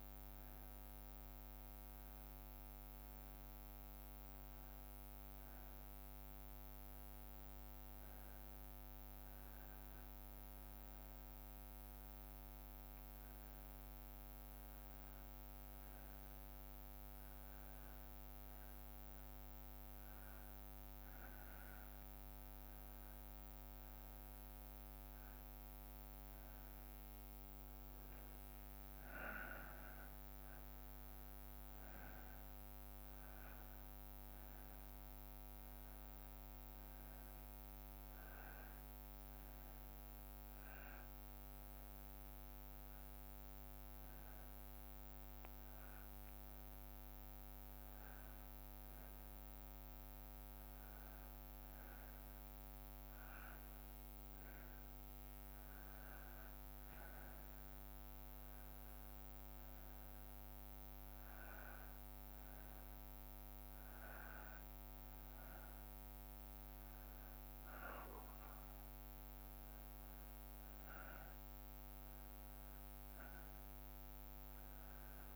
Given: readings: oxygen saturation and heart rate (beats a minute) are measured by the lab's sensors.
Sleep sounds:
breathing in sleep, hard to hear, by a microphone on the trachea; none
none scored
From the record:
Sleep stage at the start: N2 (light sleep); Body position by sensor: on the back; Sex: male

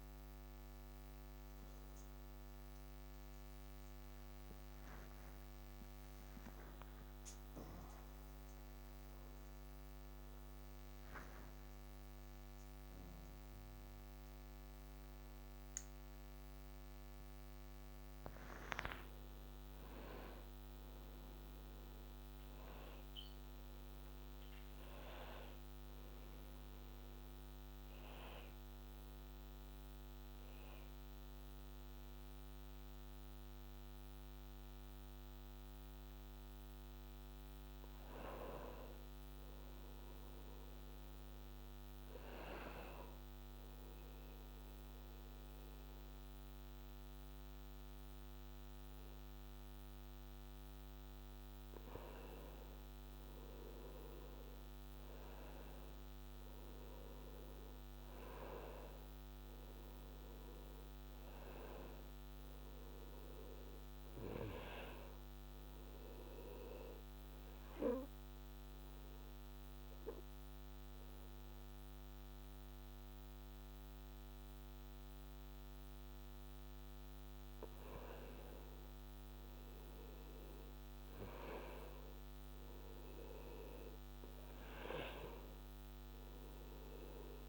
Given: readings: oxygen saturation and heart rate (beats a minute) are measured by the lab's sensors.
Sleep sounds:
a person partly awake in a sleep study, by a microphone on the trachea; 2
20.50-50.50 s: new sleep stage, N1 (lightest sleep)
39.50-51.00 s: hypopnea (oxygen 99% before, 96% lowest, heart rate 65 before, 62 extreme, up 5 after)
50.50-87.49 s: new sleep stage, N2 (light sleep)
53.50-57.00 s: arousal
66.50-78.00 s: obstructive apnea (oxygen 99% before, 95% lowest, heart rate 64 before, 64 extreme, up 3 after)
79.50-83.50 s: arousal
From the record:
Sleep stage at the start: awake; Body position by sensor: on the back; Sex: male

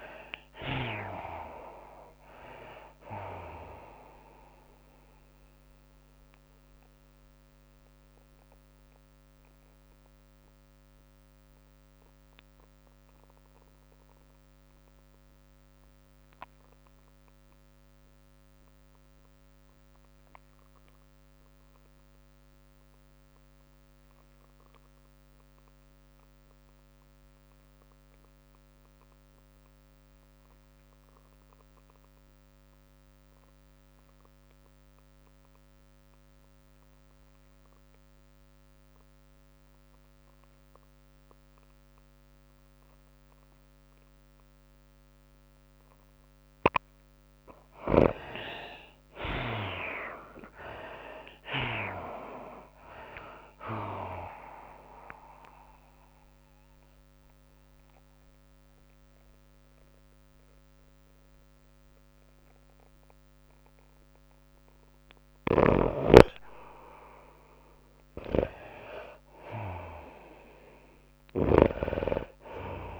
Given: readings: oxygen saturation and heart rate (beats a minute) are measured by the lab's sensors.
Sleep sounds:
breathing in sleep by a microphone on the trachea; 2
0.00-14.00 s: drop in pulse transit time (device-marked, heart rate 100 before, 103 extreme)
0.00-17.00 s: oxygen desaturation (device-marked, oxygen 61% lowest, heart rate 96 extreme)
0.00-40.00 s: tachycardia (device-marked, heart rate 116 extreme)
5.00-47.00 s: mixed apnea (oxygen 83% before, 58% lowest, heart rate 102 before, 100 extreme, up 11 after)
19.00-67.00 s: oxygen desaturation (device-marked, oxygen 99% before, 58% lowest, heart rate 112 before, 100 extreme)
46.00-73.00 s: tachycardia (device-marked, heart rate 105 before, 117 extreme)
49.50-53.00 s: arousal
51.00-64.00 s: drop in pulse transit time (device-marked, heart rate 102 before, 105 extreme)
55.50-65.50 s: central apnea (oxygen 89% before, 58% lowest, heart rate 103 before, 106 extreme)
66.00-72.50 s: snoring (device-marked)
67.50-72.50 s: arousal
69.00-73.00 s: oxygen desaturation (device-marked, oxygen 99% before, 81% lowest, heart rate 113 before, 95 extreme)
From the record:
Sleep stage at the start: REM sleep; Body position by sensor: on the back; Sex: female

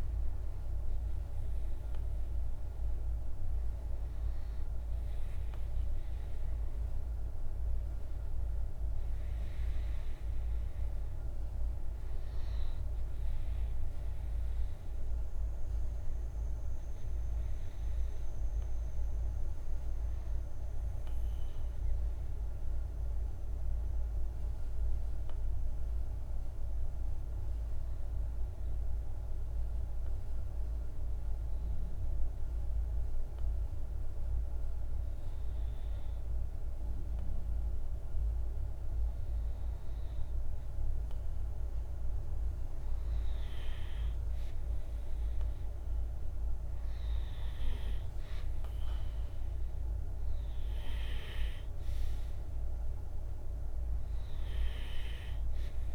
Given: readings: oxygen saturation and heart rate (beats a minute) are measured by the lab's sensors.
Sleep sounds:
breathing in sleep, hard to hear, by a room microphone; 1
25.50-41.00 s: obstructive apnea (oxygen 99% before, 91% lowest, heart rate 52 before, 49 extreme, up 4 after)
44.00-49.00 s: arousal
46.50-55.95 s: oxygen desaturation (device-marked, oxygen 98% before, 94% lowest, heart rate 50 before, 50 extreme)
From the record:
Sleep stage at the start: REM sleep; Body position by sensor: on the back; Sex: male

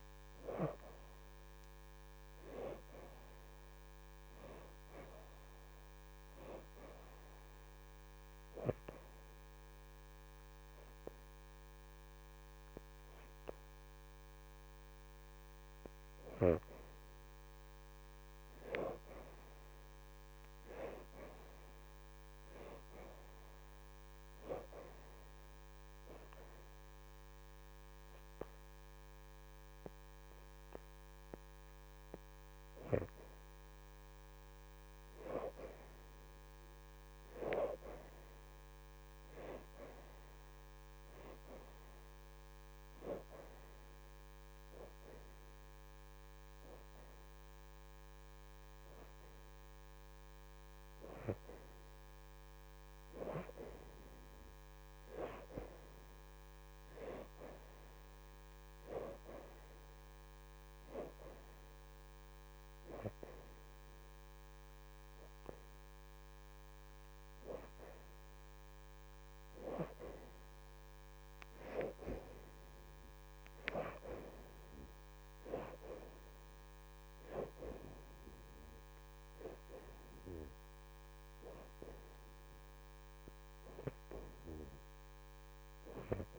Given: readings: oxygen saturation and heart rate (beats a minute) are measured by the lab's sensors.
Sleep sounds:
breathing in sleep by a microphone on the trachea; 2
0.00-9.50 s: oxygen desaturation (device-marked, oxygen 62% lowest, heart rate 77 extreme)
7.00-17.50 s: hypopnea (oxygen 77% before, 63% lowest, heart rate 81 before, 77 extreme, up 1 after)
11.50-22.50 s: oxygen desaturation (device-marked, oxygen 77% before, 65% lowest, heart rate 81 before, 77 extreme)
19.00-22.50 s: arousal
24.50-40.50 s: oxygen desaturation (device-marked, oxygen 82% before, 65% lowest, heart rate 79 before, 78 extreme)
25.50-35.50 s: hypopnea (oxygen 82% before, 63% lowest, heart rate 80 before, 78 extreme, up 4 after)
39.00-43.00 s: arousal
47.50-57.50 s: oxygen desaturation (device-marked, oxygen 80% before, 63% lowest, heart rate 81 before, 81 extreme)
59.50-75.50 s: oxygen desaturation (device-marked, oxygen 79% before, 65% lowest, heart rate 83 before, 81 extreme)
77.50-86.39 s: oxygen desaturation (device-marked, oxygen 75% before, 65% lowest, heart rate 84 before, 83 extreme)
From the record:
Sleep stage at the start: N2 (light sleep); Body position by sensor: on the back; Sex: female

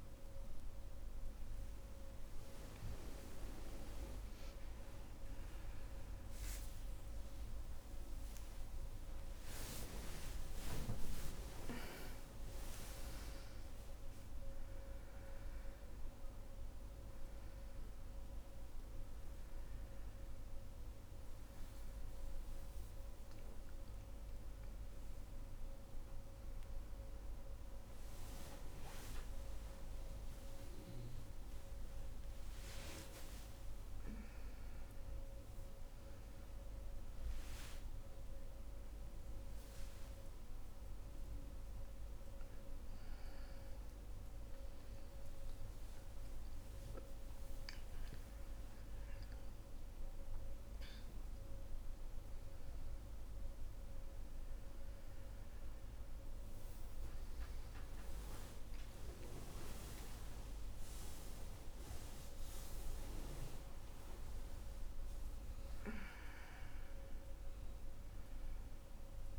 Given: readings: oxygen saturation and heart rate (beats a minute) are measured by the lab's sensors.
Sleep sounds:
a person awake in a sleep study, by a room microphone; none
0.00-6.50 s: oxygen desaturation (device-marked, oxygen 93% lowest, heart rate 77 extreme)
3.50-69.39 s: new sleep stage, awake
7.00-9.00 s: long interval between heartbeats (device-marked, heart rate 75 before, 88 extreme)
9.50-11.50 s: long interval between heartbeats (device-marked, heart rate 78 before, 107 extreme)
41.00-43.00 s: long interval between heartbeats (device-marked, heart rate 78 before, 85 extreme)
59.00-61.00 s: long interval between heartbeats (device-marked, heart rate 80 before, 89 extreme)
61.50-63.50 s: long interval between heartbeats (device-marked, heart rate 84 before, 142 extreme)
From the record:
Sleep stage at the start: N2 (light sleep); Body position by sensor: on the back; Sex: female

